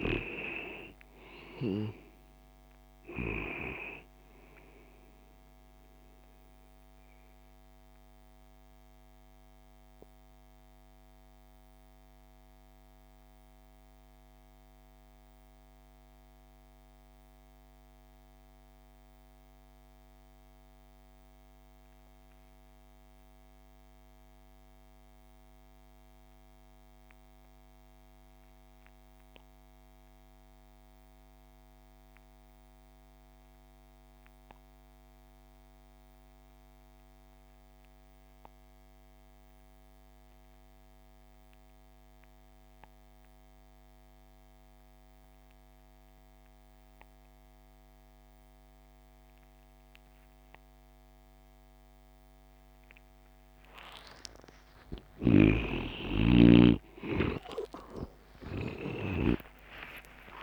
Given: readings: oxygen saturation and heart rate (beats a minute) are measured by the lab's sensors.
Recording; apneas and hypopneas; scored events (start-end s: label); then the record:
breathing in sleep by a microphone on the trachea; 1
0.00-17.50 s: oxygen desaturation (device-marked, oxygen 73% lowest)
7.50-53.50 s: mixed apnea (oxygen 96% before, 73% lowest)
32.50-60.42 s: oxygen desaturation (device-marked, oxygen 99% before, 73% lowest)
54.50-60.42 s: arousal
From the record:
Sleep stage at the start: N2 (light sleep); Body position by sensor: on the back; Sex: male